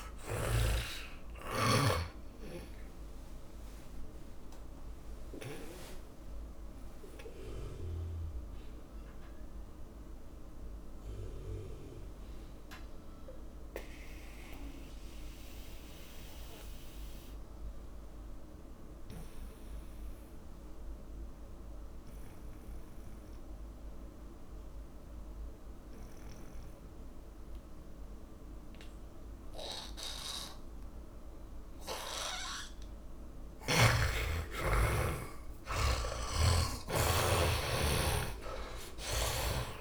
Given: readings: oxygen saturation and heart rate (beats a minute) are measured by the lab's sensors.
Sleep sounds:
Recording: breathing in sleep by a room microphone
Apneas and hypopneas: 1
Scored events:
0.00-6.00 s: snoring (device-marked)
0.00-19.50 s: oxygen desaturation (device-marked, oxygen 81% lowest)
8.50-34.50 s: mixed apnea (oxygen 100% before, 81% lowest)
35.50-39.81 s: oxygen desaturation (device-marked, oxygen 100% before, 83% lowest)
36.50-39.81 s: arousal
36.50-39.81 s: snoring (device-marked)
From the record:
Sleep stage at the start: N2 (light sleep)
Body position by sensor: on the back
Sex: male

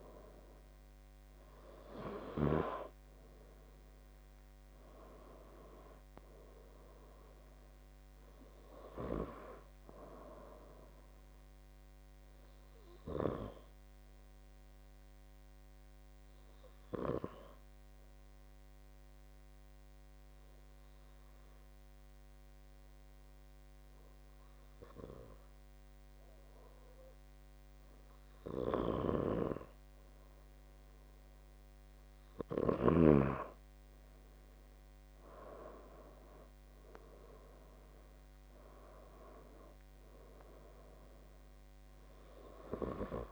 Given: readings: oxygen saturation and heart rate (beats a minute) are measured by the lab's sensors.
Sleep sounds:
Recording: breathing in sleep by a microphone on the trachea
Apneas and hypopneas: 1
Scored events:
0.50-3.50 s: arousal
4.00-26.00 s: oxygen desaturation (device-marked, oxygen 96% before, 91% lowest, heart rate 73 before, 67 extreme)
15.00-29.50 s: obstructive apnea (oxygen 96% before, 91% lowest, heart rate 76 before, 69 extreme, up 10 after)
34.50-38.00 s: arousal
39.00-43.32 s: oxygen desaturation (device-marked, oxygen 96% before, 92% lowest, heart rate 72 before, 69 extreme)
From the record:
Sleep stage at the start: N2 (light sleep)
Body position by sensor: on the left side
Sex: male

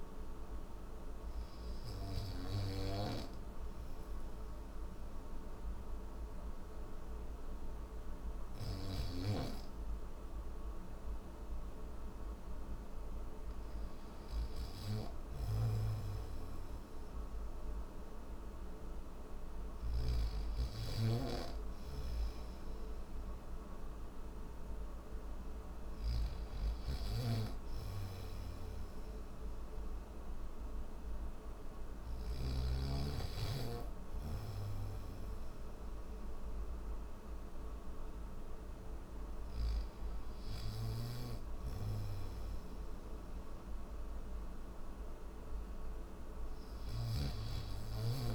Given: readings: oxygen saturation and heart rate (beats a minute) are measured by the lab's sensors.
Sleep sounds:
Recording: breathing in sleep by a room microphone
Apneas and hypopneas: none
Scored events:
9.00-42.00 s: oxygen desaturation (device-marked, oxygen 98% before, 94% lowest, heart rate 59 before, 57 extreme)
13.50-25.50 s: snoring (device-marked)
40.00-46.50 s: snoring (device-marked)
From the record:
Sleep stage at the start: N3 (deep sleep)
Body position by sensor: on the back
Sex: male

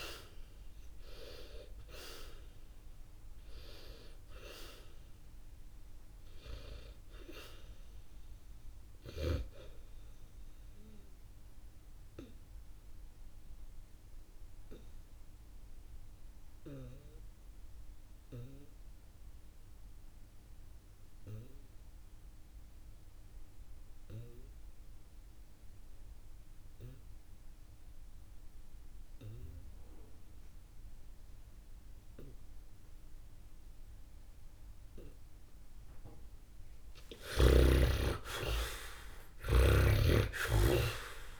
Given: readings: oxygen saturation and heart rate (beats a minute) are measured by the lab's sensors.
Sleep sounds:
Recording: breathing in sleep by a room microphone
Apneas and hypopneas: 1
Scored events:
0.00-28.00 s: oxygen desaturation (device-marked, oxygen 71% lowest, heart rate 50 extreme)
11.00-36.00 s: obstructive apnea (oxygen 94% before, 71% lowest, heart rate 62 before, 52 extreme, up 1 after)
37.00-41.40 s: oxygen desaturation (device-marked, oxygen 99% before, 72% lowest, heart rate 63 before, 52 extreme)
37.50-41.40 s: arousal
From the record:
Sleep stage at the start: N2 (light sleep)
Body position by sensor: on the back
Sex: male

